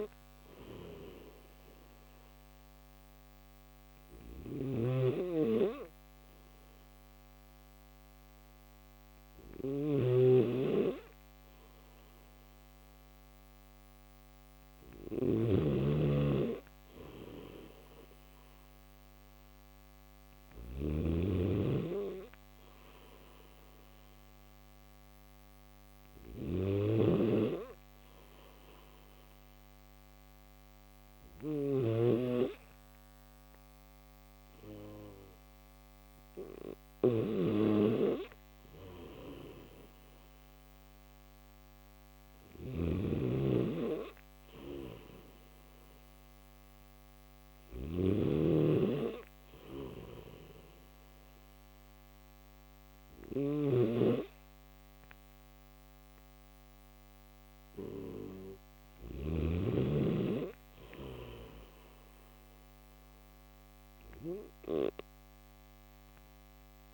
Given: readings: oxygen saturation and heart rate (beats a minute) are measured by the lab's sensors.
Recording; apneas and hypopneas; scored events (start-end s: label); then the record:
breathing in sleep by a microphone on the trachea; none
0.00-59.00 s: snoring (device-marked)
11.50-66.94 s: new sleep stage, N2 (light sleep)
17.50-26.50 s: oxygen desaturation (device-marked, oxygen 95% before, 92% lowest, heart rate 77 before, 76 extreme)
From the record:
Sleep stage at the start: N1 (lightest sleep); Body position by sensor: on the back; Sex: male